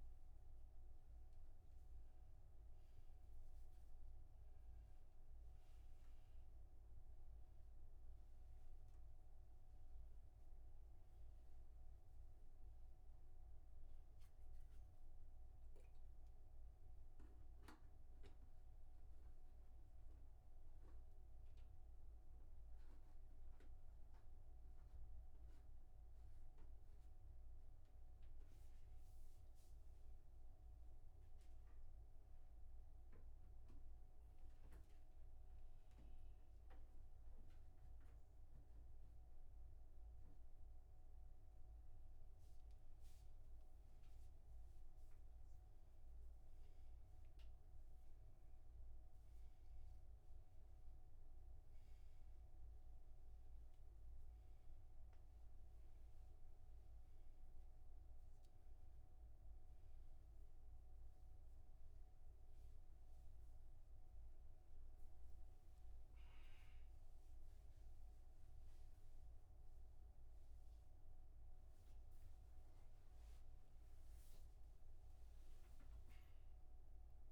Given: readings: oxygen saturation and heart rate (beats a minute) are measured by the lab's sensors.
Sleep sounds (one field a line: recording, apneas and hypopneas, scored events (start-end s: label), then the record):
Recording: a person awake in a sleep study, hard to hear, by a room microphone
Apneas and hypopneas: none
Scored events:
53.00-60.00 s: oxygen desaturation (device-marked, oxygen 97% before, 94% lowest, heart rate 93 before, 59 extreme)
From the record:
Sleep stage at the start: awake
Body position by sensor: upright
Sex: male